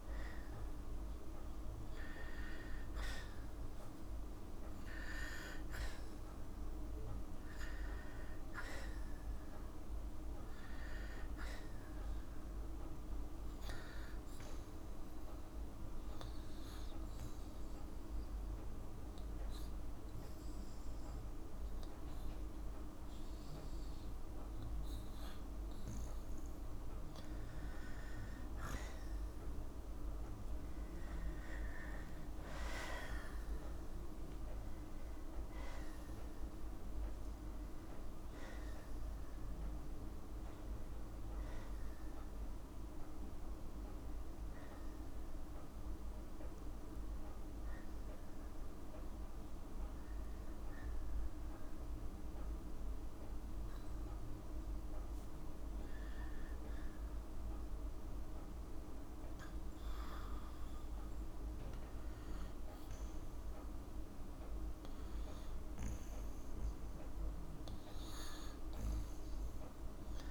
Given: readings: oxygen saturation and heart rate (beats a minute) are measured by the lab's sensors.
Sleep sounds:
breathing in sleep, hard to hear, by a room microphone; 2
0.50-13.50 s: hypopnea (oxygen 94% before, 92% lowest, heart rate 63 before, 63 extreme, up 1 after)
15.00-19.00 s: arousal
46.50-49.50 s: arousal
51.00-63.00 s: hypopnea (oxygen 95% before, 92% lowest, heart rate 65 before, 60 extreme, up 1 after)
61.50-70.31 s: oxygen desaturation (device-marked, oxygen 95% before, 92% lowest, heart rate 62 before, 61 extreme)
66.00-70.00 s: arousal
From the record:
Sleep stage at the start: N2 (light sleep); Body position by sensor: on the right side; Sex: female

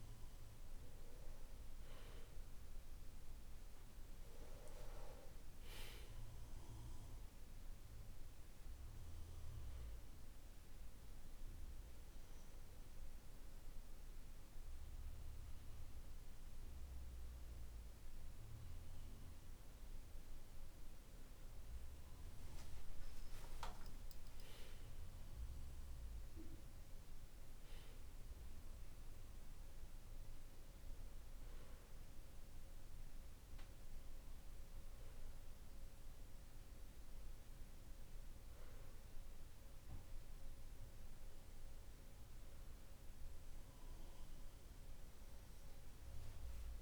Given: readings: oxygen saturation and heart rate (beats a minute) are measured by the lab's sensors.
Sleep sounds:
breathing in sleep, hard to hear, by a room microphone; 1
9.00-22.00 s: hypopnea (oxygen 95% before, 95% lowest, heart rate 51 before, 48 extreme, up 16 after)
23.50-27.00 s: arousal
From the record:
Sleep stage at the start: N2 (light sleep); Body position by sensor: on the back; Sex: male

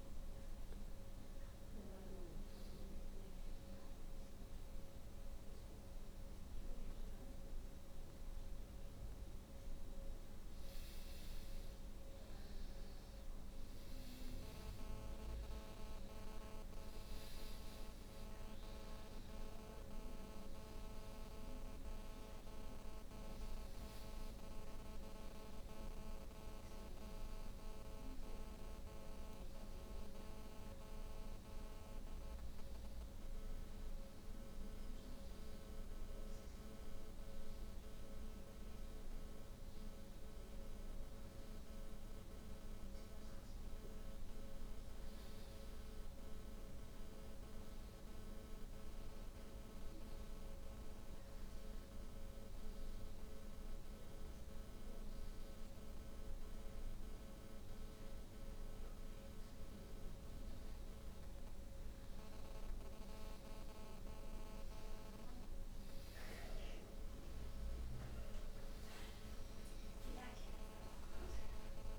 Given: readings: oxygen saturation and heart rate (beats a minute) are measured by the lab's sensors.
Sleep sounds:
breathing in sleep, hard to hear, by a room microphone; none
none scored
From the record:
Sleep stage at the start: N2 (light sleep); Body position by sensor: on the back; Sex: female

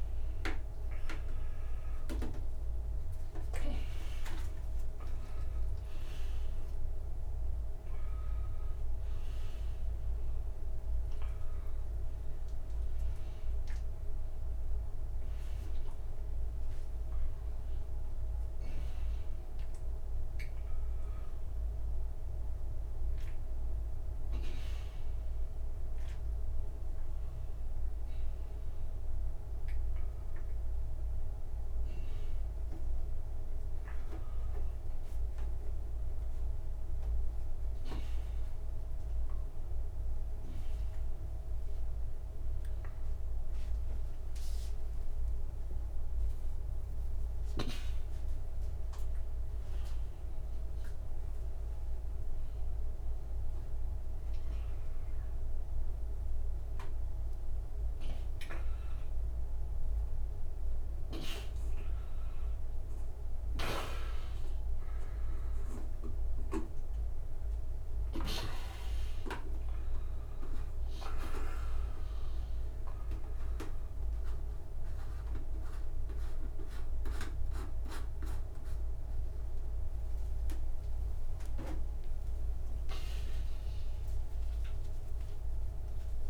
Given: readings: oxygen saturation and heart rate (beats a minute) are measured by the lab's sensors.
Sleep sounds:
a person awake in a sleep study, by a room microphone; none
55.00-86.00 s: oxygen desaturation (device-marked, oxygen 98% before, 91% lowest, heart rate 103 before, 60 extreme)
From the record:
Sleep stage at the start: awake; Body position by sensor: on the back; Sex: male

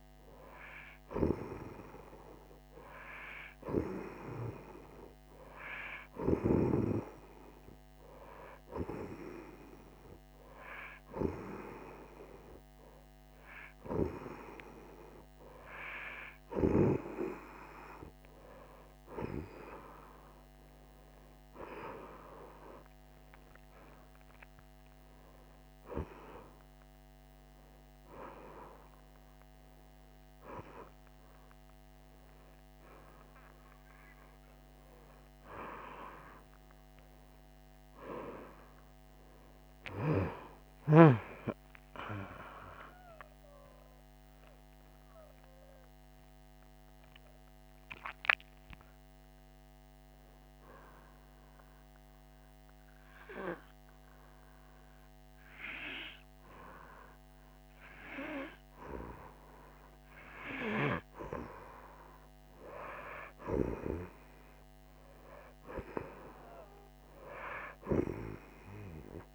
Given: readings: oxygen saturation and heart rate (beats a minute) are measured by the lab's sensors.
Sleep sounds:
breathing in sleep by a microphone on the trachea; 1
40.50-45.50 s: arousal
48.00-59.50 s: hypopnea (oxygen 92% before, 90% lowest)
61.00-64.50 s: arousal
From the record:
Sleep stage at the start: N2 (light sleep); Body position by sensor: on the right side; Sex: female

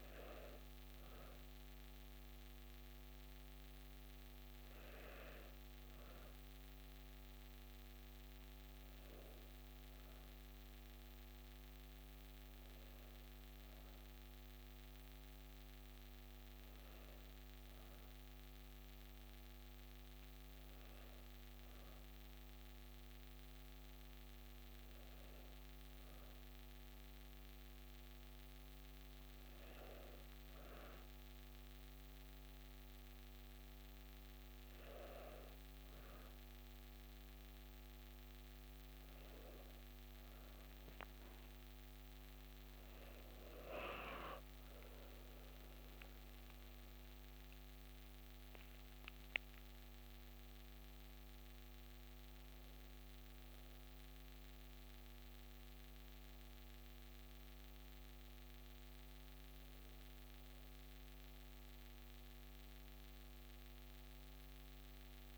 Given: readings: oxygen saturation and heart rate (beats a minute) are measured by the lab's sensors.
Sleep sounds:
breathing in sleep, hard to hear, by a microphone on the trachea; none
48.00-52.00 s: arousal
From the record:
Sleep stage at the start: N2 (light sleep); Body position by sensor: on the back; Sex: female

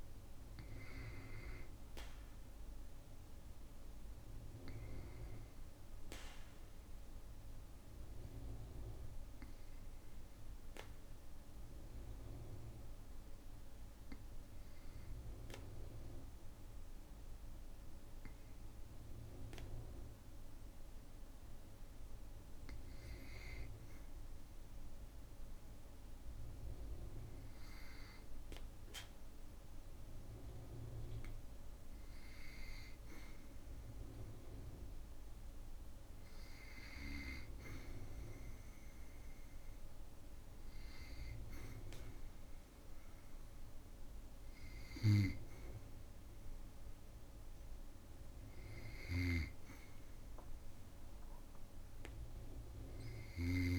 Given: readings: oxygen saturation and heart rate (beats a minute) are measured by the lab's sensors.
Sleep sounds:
breathing in sleep by a room microphone; 1
5.50-22.50 s: obstructive apnea (oxygen 98% before, 95% lowest, heart rate 53 before, 53 extreme, up 1 after)
25.00-28.00 s: arousal
From the record:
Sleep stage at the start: N2 (light sleep); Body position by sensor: on the back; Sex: male

